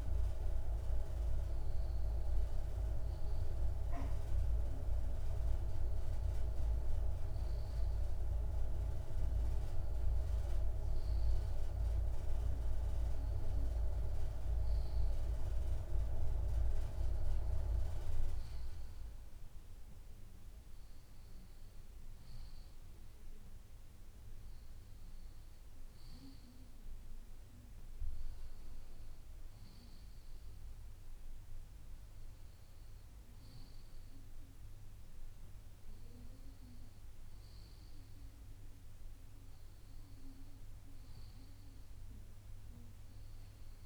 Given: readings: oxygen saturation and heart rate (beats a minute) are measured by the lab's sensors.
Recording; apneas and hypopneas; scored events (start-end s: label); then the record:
breathing in sleep by a room microphone; none
none scored
From the record:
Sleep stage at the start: N2 (light sleep); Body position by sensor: on the left side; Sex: male